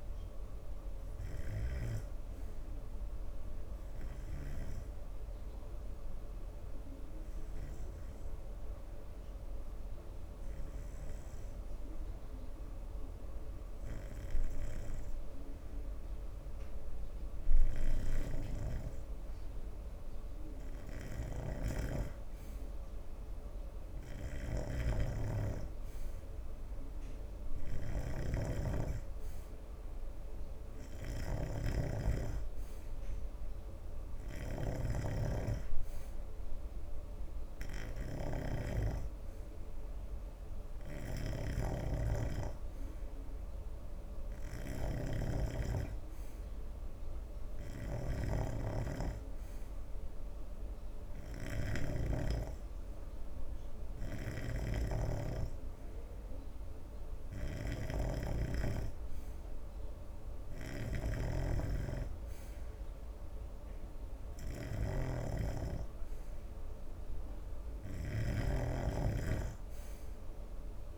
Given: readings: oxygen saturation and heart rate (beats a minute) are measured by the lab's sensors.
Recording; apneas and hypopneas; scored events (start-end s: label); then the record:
breathing in sleep by a room microphone; 1
0.00-2.50 s: snoring (device-marked)
4.50-52.50 s: snoring (device-marked)
5.50-19.50 s: hypopnea (oxygen 95% before, 89% lowest, heart rate 76 before, 67 extreme, up 14 after)
20.00-24.50 s: arousal
21.00-27.00 s: oxygen desaturation (device-marked, oxygen 95% before, 89% lowest, heart rate 72 before, 72 extreme)
54.50-70.98 s: snoring (device-marked)
58.00-70.98 s: oxygen desaturation (device-marked, oxygen 93% before, 89% lowest, heart rate 73 before, 75 extreme)
From the record:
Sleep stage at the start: N2 (light sleep); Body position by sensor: on the right side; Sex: male